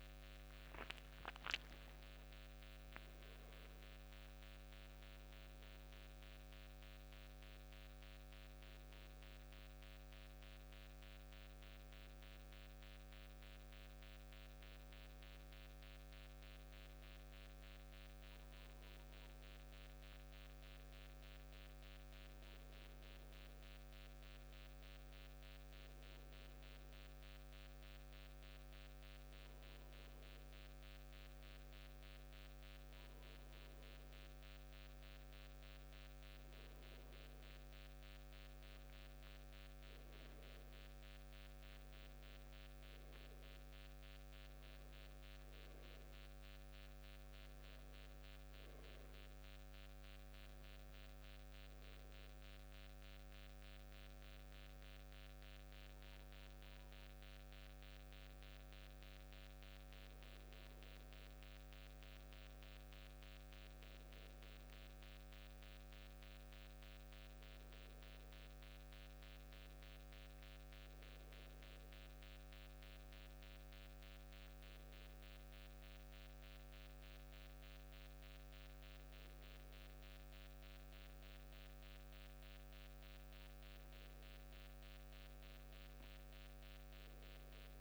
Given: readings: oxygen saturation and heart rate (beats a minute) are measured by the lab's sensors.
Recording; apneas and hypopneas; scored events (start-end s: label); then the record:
breathing in sleep, hard to hear, by a microphone on the trachea; none
0.00-1.50 s: arousal
15.50-87.81 s: new sleep stage, N2 (light sleep)
From the record:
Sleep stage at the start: N1 (lightest sleep); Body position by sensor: on the back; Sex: male